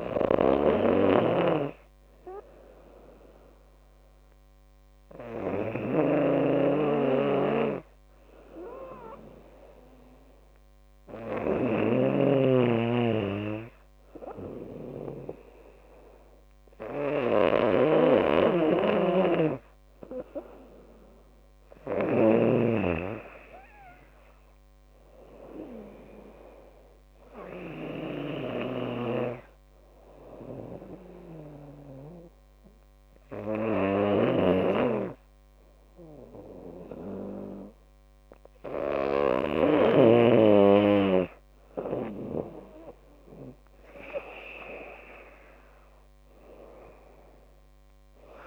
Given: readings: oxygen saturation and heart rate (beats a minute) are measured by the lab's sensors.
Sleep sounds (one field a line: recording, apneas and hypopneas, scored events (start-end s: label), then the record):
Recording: breathing in sleep by a microphone on the trachea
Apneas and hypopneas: 1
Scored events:
0.00-22.50 s: snoring (device-marked)
22.50-26.00 s: arousal
28.50-40.00 s: snoring (device-marked)
30.00-41.00 s: obstructive apnea (oxygen 96% before, 93% lowest, heart rate 80 before, 73 extreme, up 5 after)
43.00-46.50 s: arousal
From the record:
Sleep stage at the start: N2 (light sleep)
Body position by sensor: on the back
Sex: female